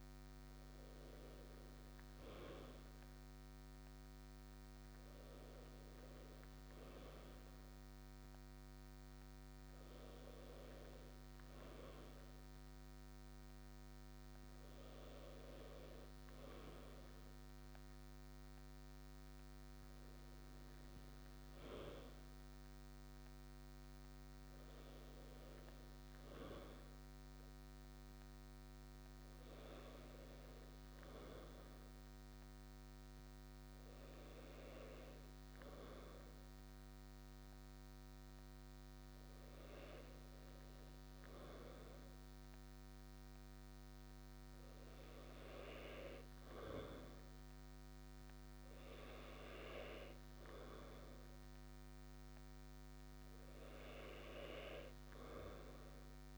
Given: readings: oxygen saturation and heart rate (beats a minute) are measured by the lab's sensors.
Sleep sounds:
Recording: breathing in sleep by a microphone on the trachea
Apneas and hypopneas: none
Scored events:
none scored
From the record:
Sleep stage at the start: N2 (light sleep)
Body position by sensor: on the right side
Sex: male

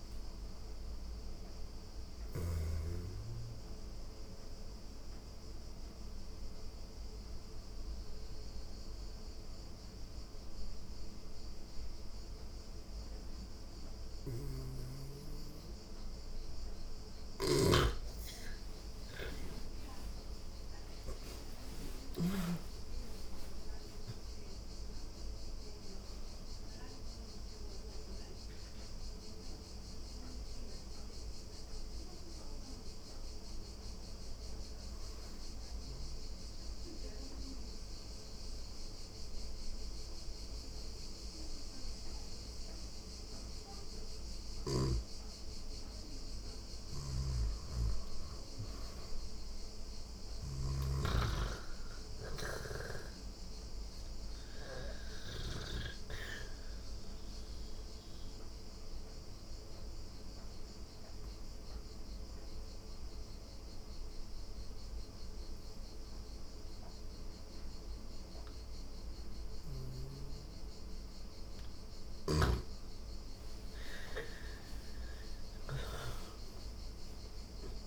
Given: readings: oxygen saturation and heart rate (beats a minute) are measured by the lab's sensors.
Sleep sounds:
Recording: breathing in sleep by a room microphone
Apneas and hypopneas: 3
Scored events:
1.50-11.50 s: oxygen desaturation (device-marked, oxygen 98% before, 91% lowest)
2.50-17.00 s: obstructive apnea (oxygen 98% before, 88% lowest)
13.50-21.50 s: snoring (device-marked)
19.00-22.50 s: arousal
24.50-41.50 s: oxygen desaturation (device-marked, oxygen 97% before, 88% lowest)
33.50-44.50 s: obstructive apnea (oxygen 97% before, 87% lowest)
46.00-55.00 s: snoring (device-marked)
46.50-49.00 s: arousal
53.50-71.50 s: obstructive apnea (oxygen 97% before, 87% lowest)
55.50-68.50 s: oxygen desaturation (device-marked, oxygen 97% before, 89% lowest)
73.00-76.00 s: arousal
From the record:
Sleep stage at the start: N2 (light sleep)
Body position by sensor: on the back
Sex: female

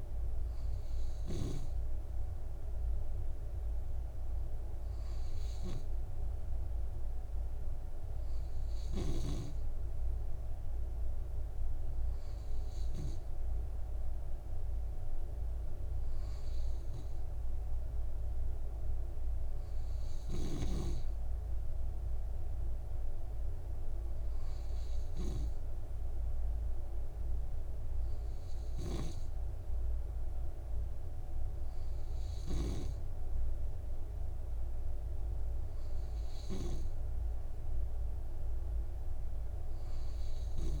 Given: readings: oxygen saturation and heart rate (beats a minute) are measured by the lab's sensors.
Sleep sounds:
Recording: breathing in sleep by a room microphone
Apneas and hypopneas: none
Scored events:
none scored
From the record:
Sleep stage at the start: N2 (light sleep)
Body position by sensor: on the right side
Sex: male

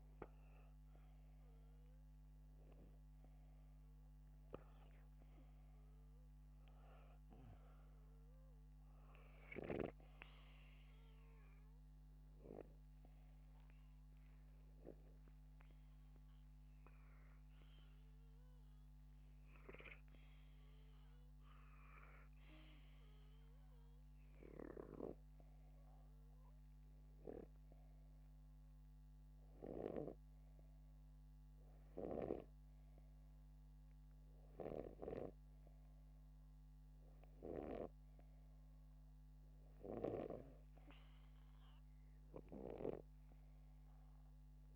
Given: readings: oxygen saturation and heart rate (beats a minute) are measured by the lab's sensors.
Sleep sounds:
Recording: breathing in sleep by a microphone on the trachea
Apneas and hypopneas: none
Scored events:
none scored
From the record:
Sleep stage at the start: N2 (light sleep)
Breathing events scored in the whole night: 122 in 5.9 hours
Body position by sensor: upright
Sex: male

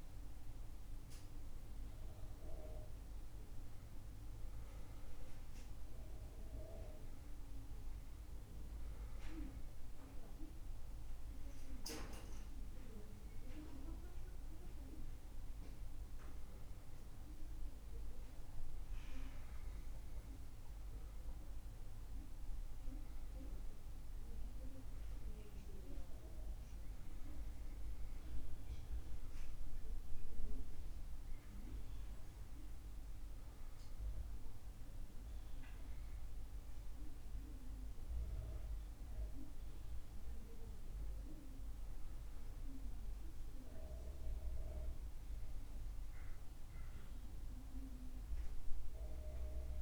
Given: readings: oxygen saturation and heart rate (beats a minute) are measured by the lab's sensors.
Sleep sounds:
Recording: breathing in sleep by a room microphone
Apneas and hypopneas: none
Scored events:
none scored
From the record:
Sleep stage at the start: N2 (light sleep)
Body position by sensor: on the back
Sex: male

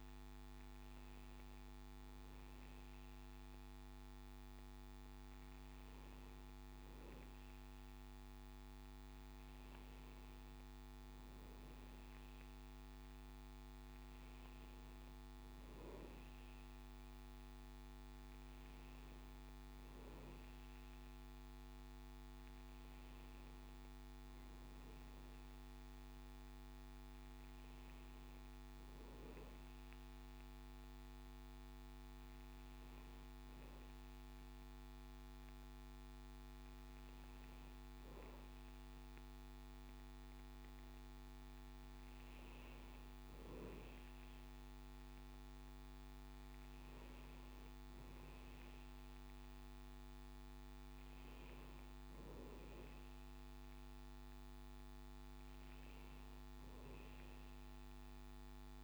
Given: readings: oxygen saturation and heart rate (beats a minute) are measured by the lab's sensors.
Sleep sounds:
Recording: breathing in sleep, hard to hear, by a microphone on the trachea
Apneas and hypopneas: none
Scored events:
none scored
From the record:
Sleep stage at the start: N1 (lightest sleep)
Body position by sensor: on the back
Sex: male

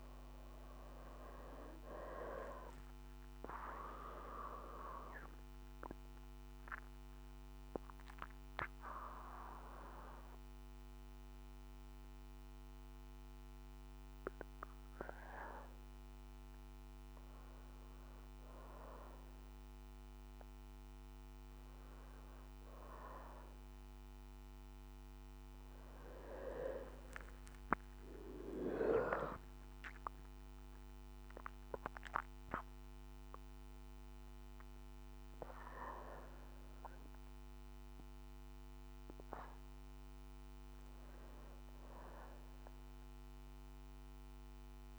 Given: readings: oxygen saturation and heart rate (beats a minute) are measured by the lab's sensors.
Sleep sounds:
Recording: breathing in sleep by a microphone on the trachea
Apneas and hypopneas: none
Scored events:
24.00-29.50 s: arousal
24.00-38.00 s: oxygen desaturation (device-marked, oxygen 98% before, 93% lowest, heart rate 61 before, 58 extreme)
34.00-44.99 s: new sleep stage, REM sleep
From the record:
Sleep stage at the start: N2 (light sleep)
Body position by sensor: on the back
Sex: female

